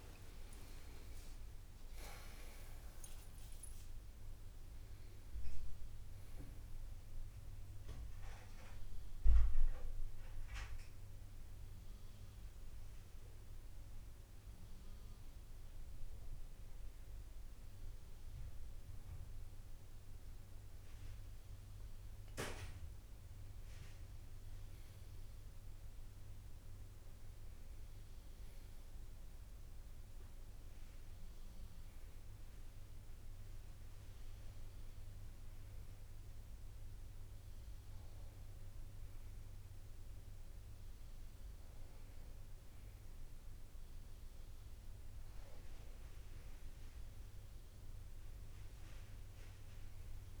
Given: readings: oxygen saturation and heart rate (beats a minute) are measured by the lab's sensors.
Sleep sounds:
a person awake in a sleep study, by a room microphone; none
28.50-50.40 s: new sleep stage, N1 (lightest sleep)
From the record:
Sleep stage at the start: awake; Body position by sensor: on the right side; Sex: female

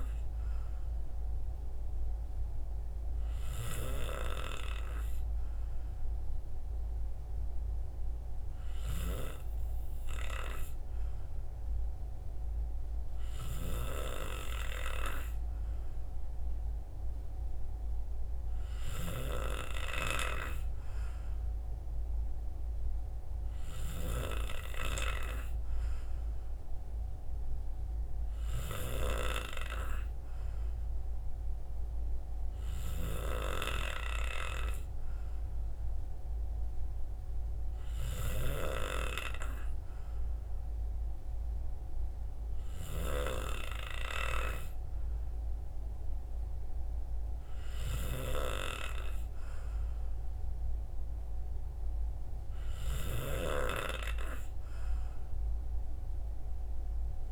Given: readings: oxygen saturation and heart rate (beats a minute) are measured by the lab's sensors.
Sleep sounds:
breathing in sleep by a room microphone; none
none scored
From the record:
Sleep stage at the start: N2 (light sleep); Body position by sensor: on the right side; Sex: male

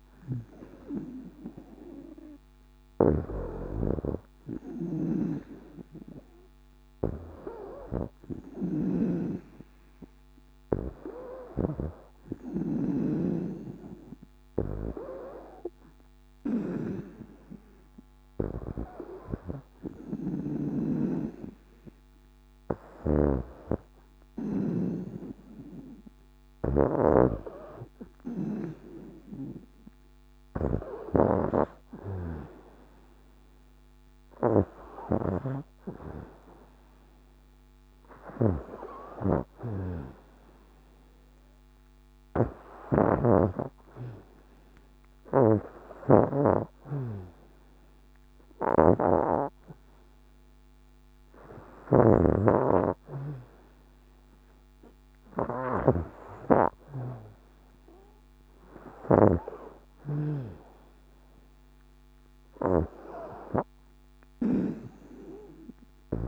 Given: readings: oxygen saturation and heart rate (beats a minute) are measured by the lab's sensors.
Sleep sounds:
breathing in sleep by a microphone on the trachea; none
0.00-11.50 s: snoring (device-marked)
20.50-24.50 s: snoring (device-marked)
26.50-46.00 s: snoring (device-marked)
48.00-66.00 s: snoring (device-marked)
From the record:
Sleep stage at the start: N2 (light sleep); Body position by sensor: on the back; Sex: female

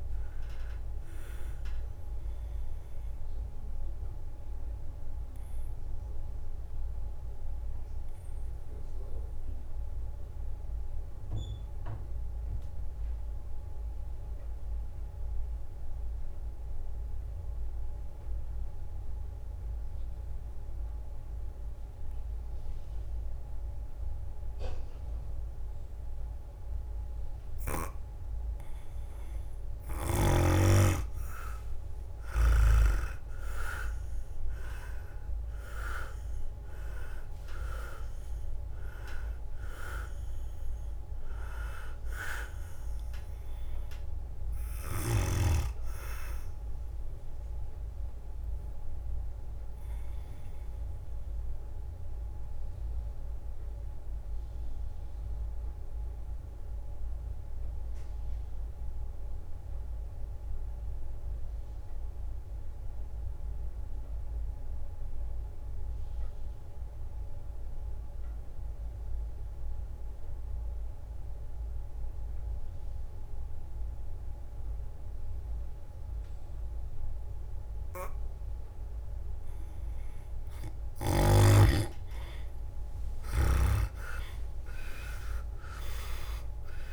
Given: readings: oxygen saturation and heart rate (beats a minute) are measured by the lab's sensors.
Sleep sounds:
breathing in sleep by a room microphone; 2
0.00-6.00 s: drop in pulse transit time (device-marked, heart rate 63 extreme)
0.00-19.00 s: oxygen desaturation (device-marked, oxygen 91% lowest, heart rate 61 extreme)
2.50-30.00 s: obstructive apnea (oxygen 99% before, 91% lowest, heart rate 74 before, 61 extreme, up 12 after)
29.00-33.50 s: leg movement (device-marked)
32.00-49.00 s: drop in pulse transit time (device-marked, heart rate 62 before, 65 extreme)
32.00-59.00 s: oxygen desaturation (device-marked, oxygen 100% before, 91% lowest, heart rate 62 before, 58 extreme)
33.50-38.50 s: arousal
35.50-37.00 s: leg movement (device-marked)
48.50-81.00 s: mixed apnea (oxygen 100% before, 91% lowest, heart rate 68 before, 57 extreme, up 17 after)
78.00-86.93 s: oxygen desaturation (device-marked, oxygen 99% before, 93% lowest, heart rate 61 before, 57 extreme)
82.50-86.93 s: arousal
83.00-86.93 s: drop in pulse transit time (device-marked, heart rate 63 before, 65 extreme)
From the record:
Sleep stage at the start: N2 (light sleep); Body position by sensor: on the back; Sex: male

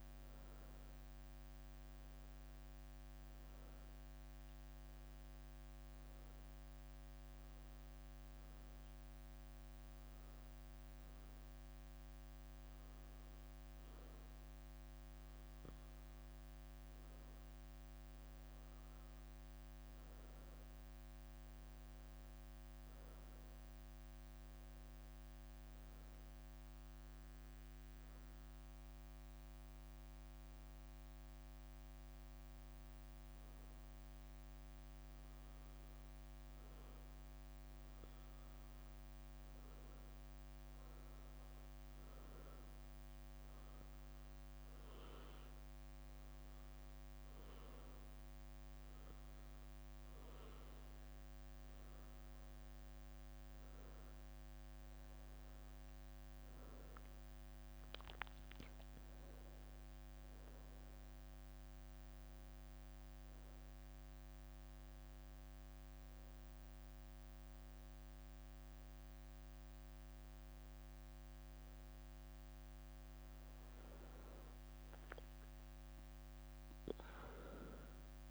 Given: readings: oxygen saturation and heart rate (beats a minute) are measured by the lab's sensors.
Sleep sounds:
breathing in sleep, hard to hear, by a microphone on the trachea; 2
0.00-2.50 s: arousal
4.50-17.00 s: hypopnea (oxygen 100% before, 92% lowest, heart rate 72 before, 71 extreme, up 6 after)
13.00-14.00 s: leg movement (device-marked)
17.50-37.50 s: oxygen desaturation (device-marked, oxygen 95% before, 92% lowest, heart rate 74 before, 71 extreme)
19.00-23.50 s: arousal
36.00-40.50 s: leg movement (device-marked)
38.00-41.00 s: arousal
41.00-42.50 s: leg movement (device-marked)
43.00-54.00 s: hypopnea (oxygen 95% before, 92% lowest, heart rate 74 before, 71 extreme, up 9 after)
43.50-56.50 s: oxygen desaturation (device-marked, oxygen 95% before, 92% lowest, heart rate 74 before, 71 extreme)
48.50-53.00 s: leg movement (device-marked)
55.50-59.50 s: arousal
62.00-66.50 s: leg movement (device-marked)
72.50-77.00 s: leg movement (device-marked)
74.00-78.00 s: arousal
From the record:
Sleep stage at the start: N1 (lightest sleep); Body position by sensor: on the back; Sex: female

